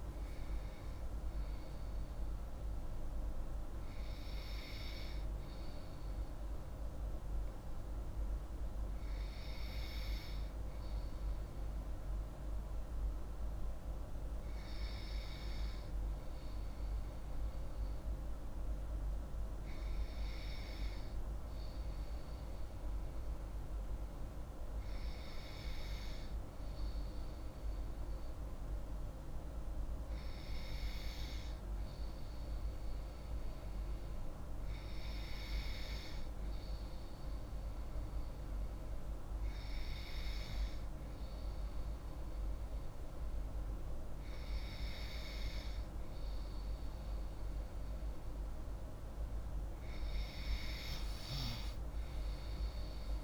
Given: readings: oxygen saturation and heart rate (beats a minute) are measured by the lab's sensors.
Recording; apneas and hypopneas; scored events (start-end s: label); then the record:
breathing in sleep, hard to hear, by a room microphone; none
0.00-3.00 s: arousal
From the record:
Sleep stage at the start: N2 (light sleep); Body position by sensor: on the left side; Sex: female